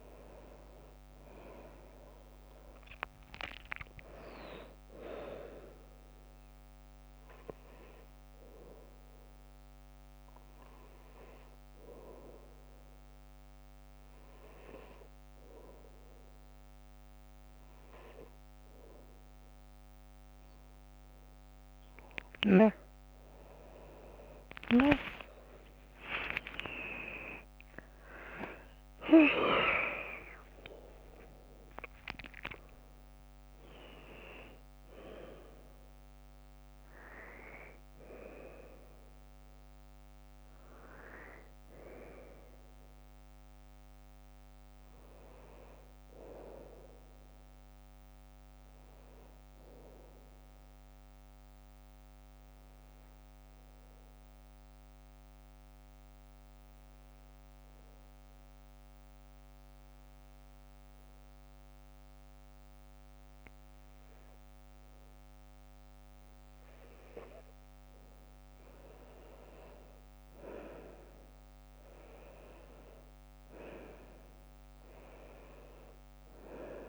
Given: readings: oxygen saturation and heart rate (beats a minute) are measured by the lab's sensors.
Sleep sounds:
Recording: breathing in sleep by a microphone on the trachea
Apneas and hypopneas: 2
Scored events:
0.50-5.00 s: arousal
10.00-22.50 s: hypopnea (oxygen 96% before, 94% lowest, heart rate 62 before, 53 extreme, up 11 after)
24.50-30.00 s: arousal
49.00-53.00 s: arousal
54.50-68.00 s: obstructive apnea (oxygen 97% before, 94% lowest, heart rate 57 before, 54 extreme, up 7 after)
70.00-74.00 s: arousal
From the record:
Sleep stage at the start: N2 (light sleep)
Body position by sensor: on the back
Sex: female

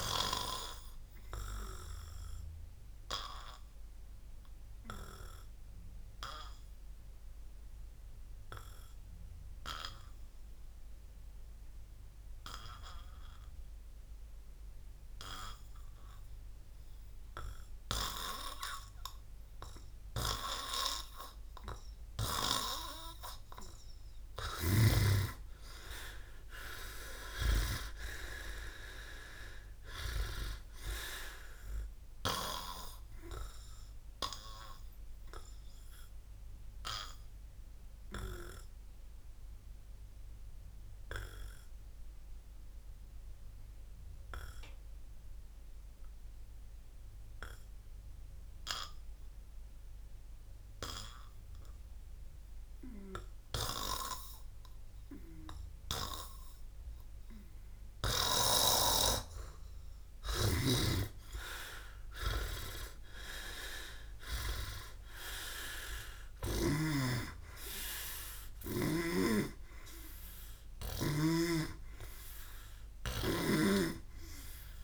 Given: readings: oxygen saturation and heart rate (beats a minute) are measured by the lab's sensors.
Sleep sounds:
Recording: breathing in sleep by a room microphone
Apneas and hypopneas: 2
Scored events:
1.50-24.50 s: obstructive apnea (oxygen 98% before, 88% lowest)
2.50-14.50 s: oxygen desaturation (device-marked, oxygen 98% before, 89% lowest)
22.50-31.50 s: oxygen desaturation (device-marked, oxygen 92% before, 88% lowest, heart rate 46 before, 30 extreme)
26.00-29.00 s: arousal
32.00-58.50 s: obstructive apnea (oxygen 92% before, 87% lowest, heart rate 56 before, 30 extreme)
60.50-67.00 s: snoring (device-marked)
61.00-65.00 s: arousal
63.50-74.84 s: oxygen desaturation (device-marked, oxygen 99% before, 90% lowest)
71.50-74.84 s: snoring (device-marked)
From the record:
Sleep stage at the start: N2 (light sleep)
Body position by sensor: on the back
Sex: male

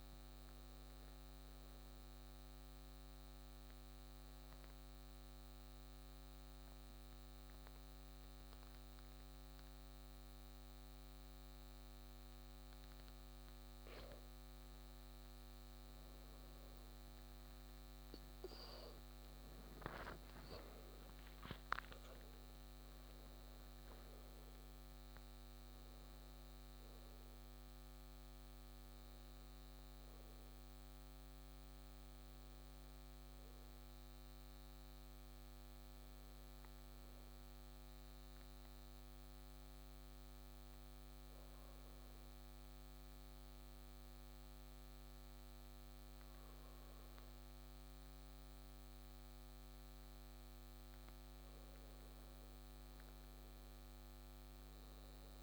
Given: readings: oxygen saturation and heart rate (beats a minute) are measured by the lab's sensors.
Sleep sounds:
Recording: breathing in sleep, hard to hear, by a microphone on the trachea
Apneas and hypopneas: 2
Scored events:
0.00-7.50 s: oxygen desaturation (device-marked, oxygen 93% lowest, heart rate 60 extreme)
3.50-14.00 s: central apnea (oxygen 96% before, 93% lowest, heart rate 69 before, 60 extreme, up 12 after)
16.50-22.00 s: arousal
38.50-50.50 s: hypopnea (oxygen 96% before, 94% lowest, heart rate 74 before, 60 extreme, up 7 after)
52.00-55.00 s: arousal
From the record:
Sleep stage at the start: N2 (light sleep)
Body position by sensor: on the back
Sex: male

